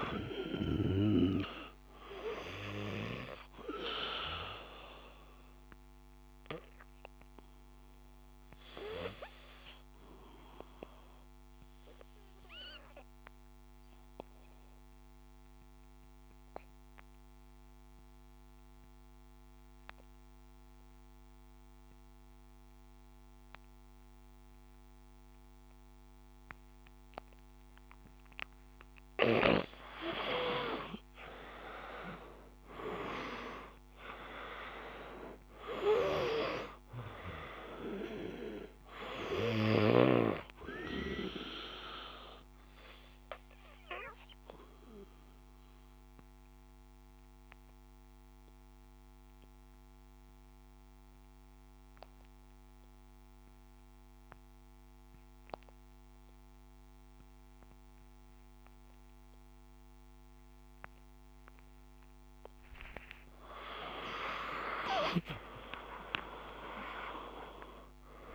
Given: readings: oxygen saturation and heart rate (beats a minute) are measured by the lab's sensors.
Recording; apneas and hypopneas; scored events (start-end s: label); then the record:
breathing in sleep by a microphone on the trachea; 2
0.00-3.00 s: oxygen desaturation (device-marked, oxygen 93% lowest, heart rate 54 extreme)
4.00-27.50 s: obstructive apnea (oxygen 97% before, 90% lowest, heart rate 58 before, 53 extreme, up 6 after)
8.00-21.00 s: oxygen desaturation (device-marked, oxygen 94% before, 90% lowest, heart rate 57 before, 54 extreme)
29.50-33.00 s: arousal
37.00-61.00 s: oxygen desaturation (device-marked, oxygen 98% before, 90% lowest, heart rate 56 before, 53 extreme)
42.50-61.50 s: obstructive apnea (oxygen 98% before, 90% lowest, heart rate 57 before, 53 extreme, up 25 after)
From the record:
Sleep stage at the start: N2 (light sleep); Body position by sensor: on the back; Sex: male